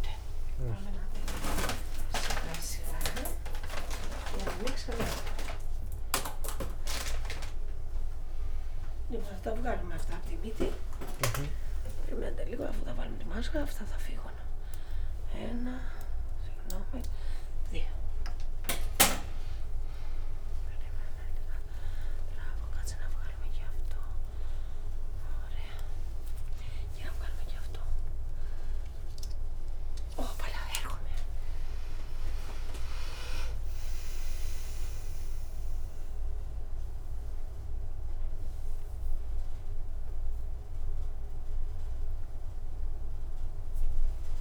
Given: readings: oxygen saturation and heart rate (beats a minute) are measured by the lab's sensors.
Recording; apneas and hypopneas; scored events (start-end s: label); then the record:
a person awake in a sleep study, by a room microphone; none
0.00-9.00 s: oxygen desaturation (device-marked, oxygen 93% lowest, heart rate 87 extreme)
From the record:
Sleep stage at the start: awake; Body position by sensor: on the back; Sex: male